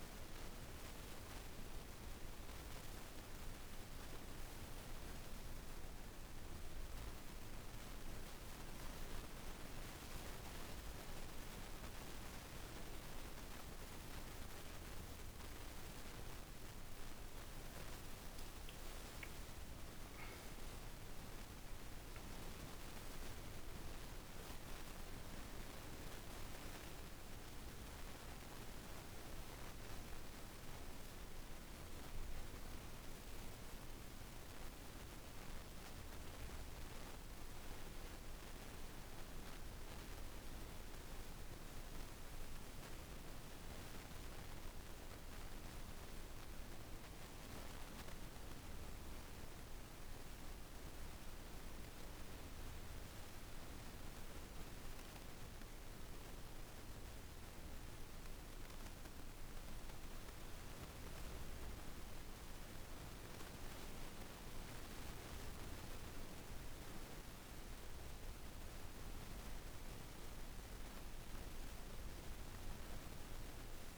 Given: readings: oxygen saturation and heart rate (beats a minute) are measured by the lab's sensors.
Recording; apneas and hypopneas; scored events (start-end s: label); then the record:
breathing in sleep, hard to hear, by a room microphone; none
18.00-21.50 s: arousal
69.50-73.98 s: oxygen desaturation (device-marked, oxygen 97% before, 93% lowest, heart rate 52 before, 50 extreme)
From the record:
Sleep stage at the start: N2 (light sleep); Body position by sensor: on the back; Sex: female